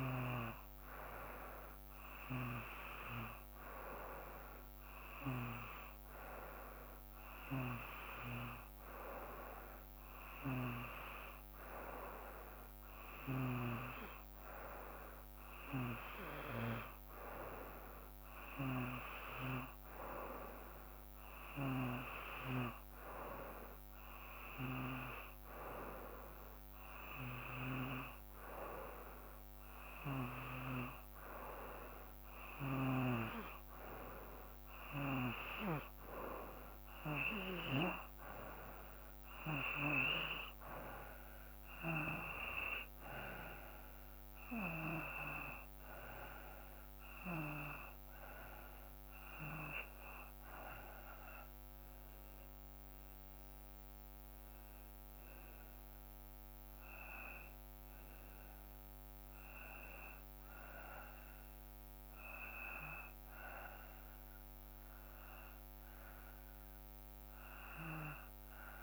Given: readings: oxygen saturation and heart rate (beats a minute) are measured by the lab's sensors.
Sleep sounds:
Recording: breathing in sleep by a microphone on the trachea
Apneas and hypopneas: none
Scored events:
none scored
From the record:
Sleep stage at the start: N2 (light sleep)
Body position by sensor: on the back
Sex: male

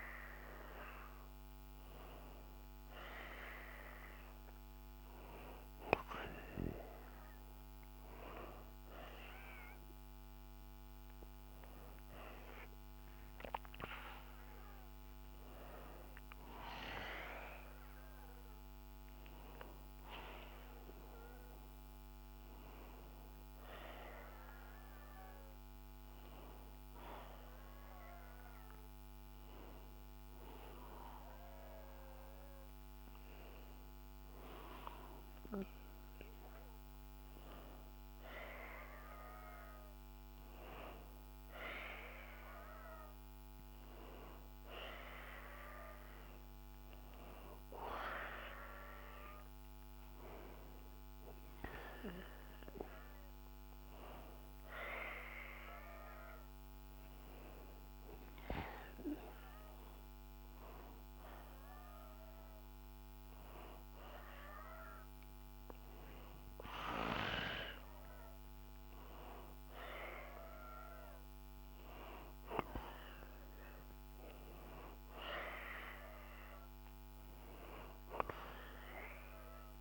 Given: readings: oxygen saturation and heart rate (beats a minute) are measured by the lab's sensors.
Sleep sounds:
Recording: breathing in sleep by a microphone on the trachea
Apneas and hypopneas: none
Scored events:
8.00-13.00 s: arousal
From the record:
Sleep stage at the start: N1 (lightest sleep)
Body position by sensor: on the back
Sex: male

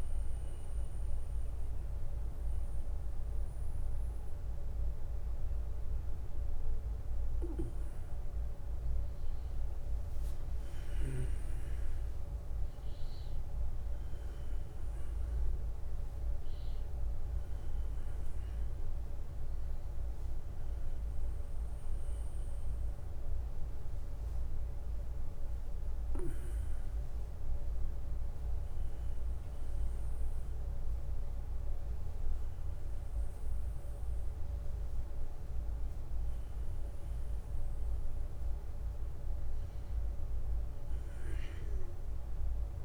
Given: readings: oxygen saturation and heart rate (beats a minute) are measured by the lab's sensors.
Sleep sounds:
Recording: breathing in sleep, hard to hear, by a room microphone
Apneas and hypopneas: none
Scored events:
42.50-42.85 s: new sleep stage, awake
From the record:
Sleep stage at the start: N1 (lightest sleep)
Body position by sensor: on the back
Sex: male

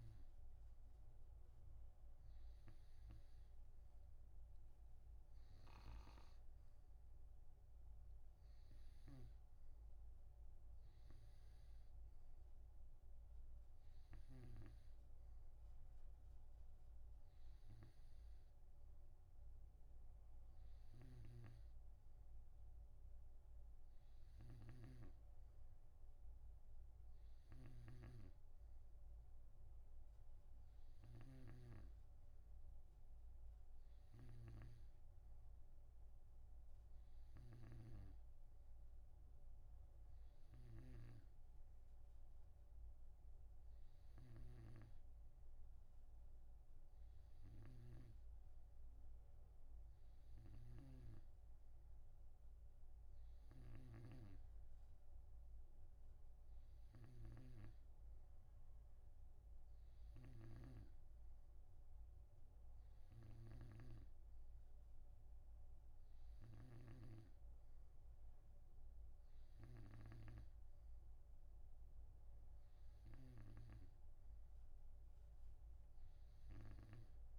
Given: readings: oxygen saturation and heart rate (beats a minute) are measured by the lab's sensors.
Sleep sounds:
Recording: breathing in sleep by a room microphone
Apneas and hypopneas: none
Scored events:
9.00-15.00 s: snoring (device-marked)
24.50-38.00 s: snoring (device-marked)
44.50-61.00 s: snoring (device-marked)
From the record:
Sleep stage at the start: N2 (light sleep)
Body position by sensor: on the right side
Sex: male

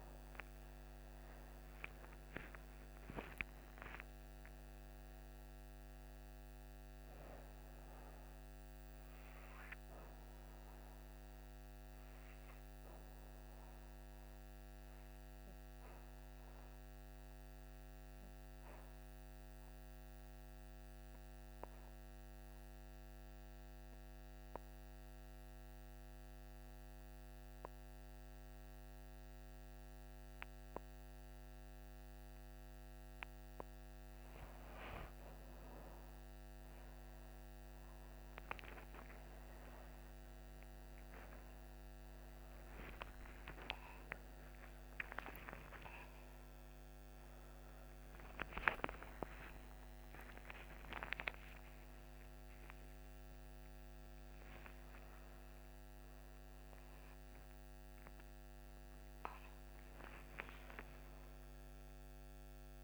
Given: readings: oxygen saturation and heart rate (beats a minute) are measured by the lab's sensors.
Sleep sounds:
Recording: a person partly awake in a sleep study, by a microphone on the trachea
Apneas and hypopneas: 1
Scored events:
0.00-3.50 s: arousal
17.00-33.00 s: obstructive apnea (oxygen 99% before, 92% lowest, heart rate 76 before, 47 extreme, up 8 after)
21.00-30.00 s: oxygen desaturation (device-marked, oxygen 95% before, 92% lowest, heart rate 75 before, 47 extreme)
36.00-62.84 s: new sleep stage, awake
58.00-62.84 s: oxygen desaturation (device-marked, oxygen 96% before, 92% lowest, heart rate 77 before, 62 extreme)
From the record:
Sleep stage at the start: N2 (light sleep)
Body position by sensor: on the back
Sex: female

